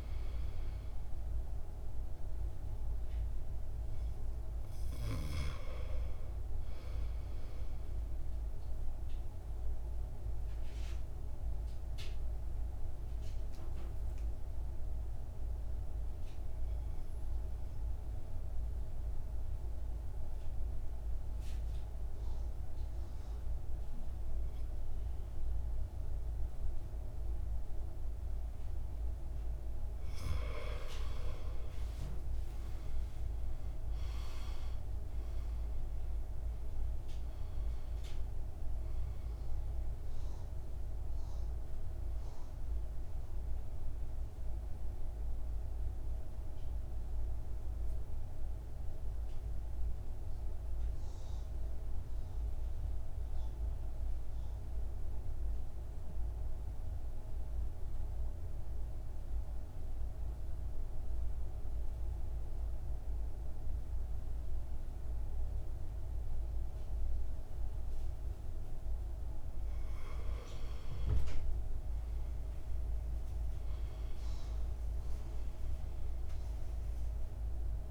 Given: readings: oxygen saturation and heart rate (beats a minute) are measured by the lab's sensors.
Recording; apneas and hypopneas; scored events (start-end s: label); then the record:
breathing in sleep, hard to hear, by a room microphone; 2
3.50-10.50 s: oxygen desaturation (device-marked, oxygen 99% before, 94% lowest, heart rate 55 before, 53 extreme)
9.00-30.00 s: mixed apnea (oxygen 99% before, 85% lowest, heart rate 57 before, 51 extreme, up 16 after)
27.50-60.50 s: oxygen desaturation (device-marked, oxygen 97% before, 85% lowest, heart rate 55 before, 51 extreme)
31.50-35.50 s: arousal
44.50-69.00 s: central apnea (oxygen 97% before, 85% lowest, heart rate 61 before, 51 extreme, up 11 after)
71.50-74.50 s: arousal
72.50-77.91 s: oxygen desaturation (device-marked, oxygen 99% before, 86% lowest, heart rate 55 before, 52 extreme)
From the record:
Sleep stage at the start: N2 (light sleep); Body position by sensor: on the right side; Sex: male